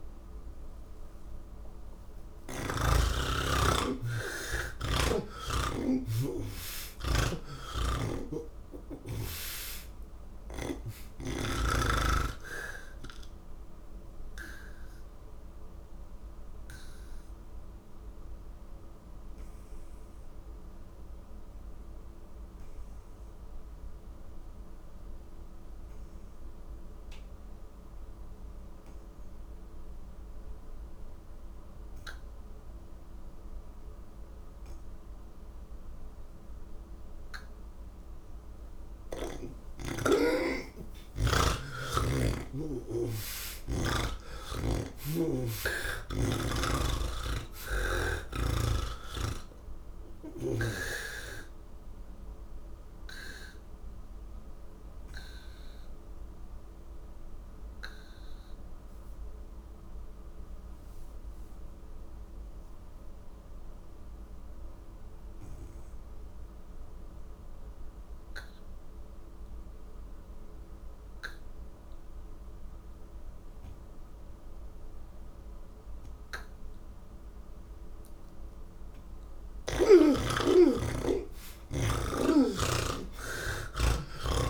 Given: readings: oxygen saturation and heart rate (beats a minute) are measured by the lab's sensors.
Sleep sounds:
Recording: breathing in sleep by a room microphone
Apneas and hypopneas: none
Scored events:
2.00-9.00 s: oxygen desaturation (device-marked, oxygen 97% before, 86% lowest, heart rate 75 before, 26 extreme)
7.00-10.50 s: snoring (device-marked)
11.00-31.00 s: oxygen desaturation (device-marked, oxygen 91% before, 81% lowest, heart rate 66 before, 72 extreme)
52.00-68.00 s: oxygen desaturation (device-marked, oxygen 94% before, 76% lowest)
75.00-84.49 s: oxygen desaturation (device-marked, oxygen 97% before, 84% lowest, heart rate 63 before, 39 extreme)
From the record:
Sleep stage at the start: N3 (deep sleep)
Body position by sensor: on the back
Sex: male

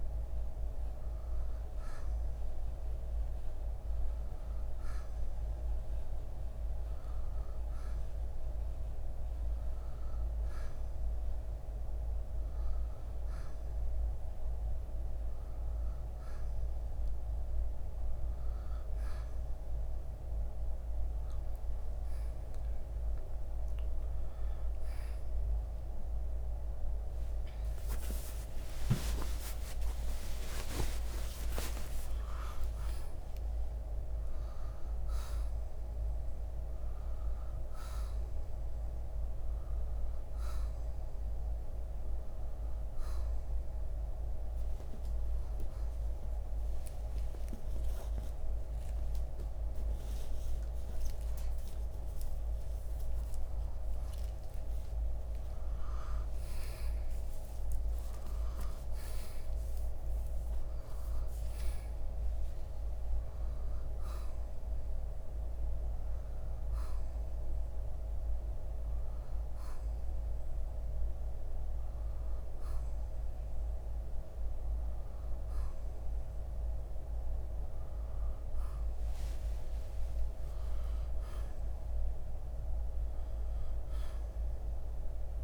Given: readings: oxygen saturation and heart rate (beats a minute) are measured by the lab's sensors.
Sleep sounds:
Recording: breathing in sleep, hard to hear, by a room microphone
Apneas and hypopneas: none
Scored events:
7.50-85.44 s: new sleep stage, N2 (light sleep)
28.50-33.00 s: arousal
48.00-52.00 s: arousal
67.50-76.50 s: oxygen desaturation (device-marked, oxygen 94% before, 91% lowest, heart rate 134 before, 73 extreme)
79.50-83.00 s: arousal
From the record:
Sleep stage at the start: N1 (lightest sleep)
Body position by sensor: on the right side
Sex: male

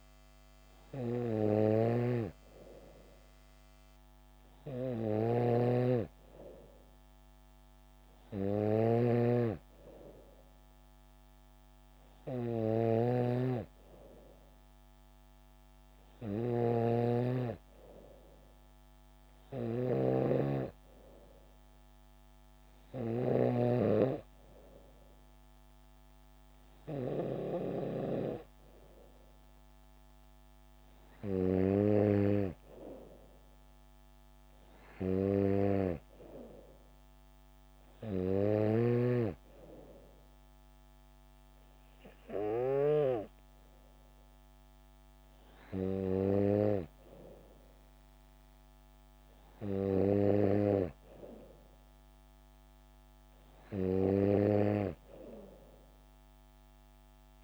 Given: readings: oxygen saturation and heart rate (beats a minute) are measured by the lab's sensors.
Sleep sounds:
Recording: breathing in sleep by a microphone on the trachea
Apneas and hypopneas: none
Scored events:
0.00-23.50 s: snoring (device-marked)
From the record:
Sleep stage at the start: N3 (deep sleep)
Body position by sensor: on the back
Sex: female

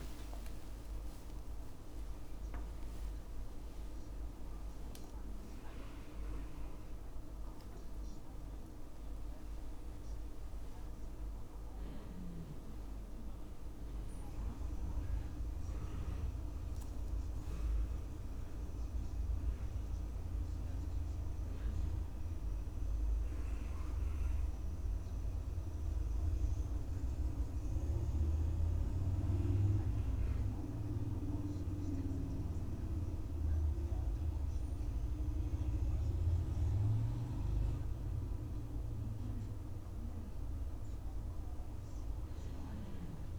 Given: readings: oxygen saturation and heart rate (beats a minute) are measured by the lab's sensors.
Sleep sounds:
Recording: a person partly awake in a sleep study, by a room microphone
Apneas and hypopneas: none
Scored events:
12.50-43.39 s: new sleep stage, N2 (light sleep)
From the record:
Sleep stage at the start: awake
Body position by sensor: on the back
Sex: male

